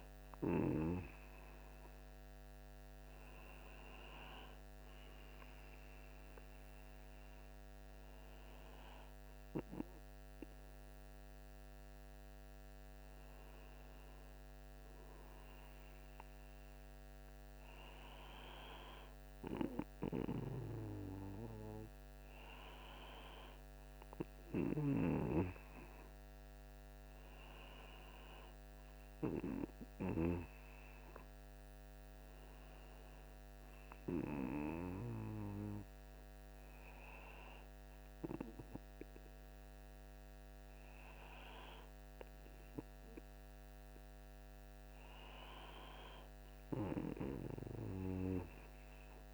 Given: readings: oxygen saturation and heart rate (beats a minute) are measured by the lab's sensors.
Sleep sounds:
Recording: breathing in sleep by a microphone on the trachea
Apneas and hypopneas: none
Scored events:
none scored
From the record:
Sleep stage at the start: N2 (light sleep)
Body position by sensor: on the right side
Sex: male

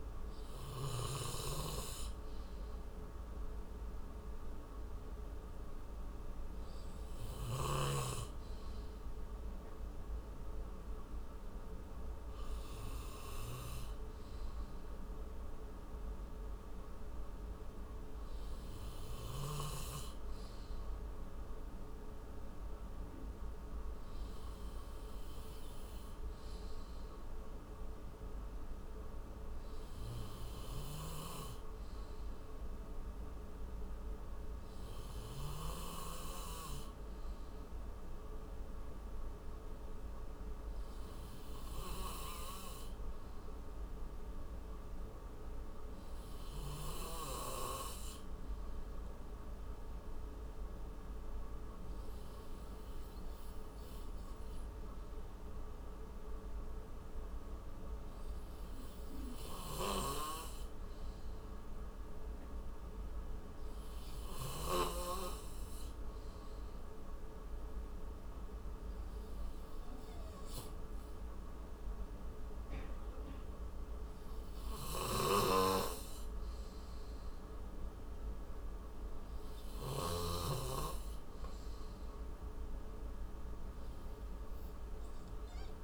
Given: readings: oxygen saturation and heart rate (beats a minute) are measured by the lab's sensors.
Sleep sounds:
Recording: breathing in sleep by a room microphone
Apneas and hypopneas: 1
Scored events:
37.00-75.00 s: obstructive apnea (oxygen 98% before, 91% lowest, heart rate 75 before, 44 extreme, up 36 after)
67.50-76.50 s: oxygen desaturation (device-marked, oxygen 94% before, 91% lowest, heart rate 61 before, 57 extreme)
75.00-80.50 s: snoring (device-marked)
77.00-81.00 s: arousal
From the record:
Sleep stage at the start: N2 (light sleep)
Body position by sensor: on the right side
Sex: male

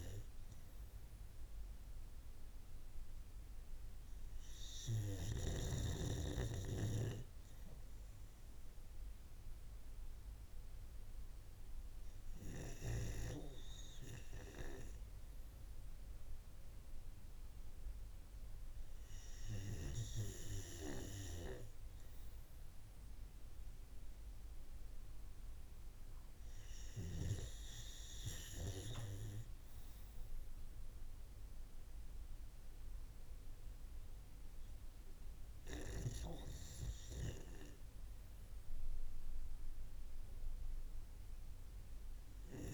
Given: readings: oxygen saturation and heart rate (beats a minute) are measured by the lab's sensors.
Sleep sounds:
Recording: breathing in sleep by a room microphone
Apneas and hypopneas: none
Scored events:
none scored
From the record:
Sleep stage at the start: REM sleep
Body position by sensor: on the right side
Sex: male

